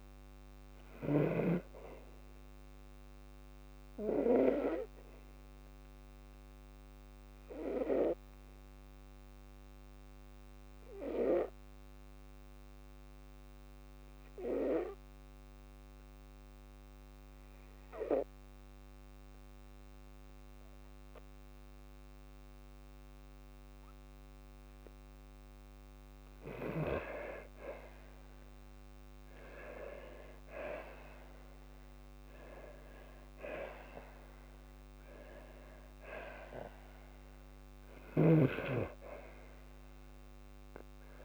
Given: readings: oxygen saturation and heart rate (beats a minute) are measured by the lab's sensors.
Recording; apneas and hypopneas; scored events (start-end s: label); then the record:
breathing in sleep by a microphone on the trachea; 1
5.00-23.50 s: obstructive apnea (oxygen 98% before, 92% lowest, heart rate 57 before, 52 extreme, up 6 after)
10.50-28.50 s: oxygen desaturation (device-marked, oxygen 98% before, 92% lowest, heart rate 57 before, 52 extreme)
32.50-36.50 s: arousal
From the record:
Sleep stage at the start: N2 (light sleep); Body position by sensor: on the back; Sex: female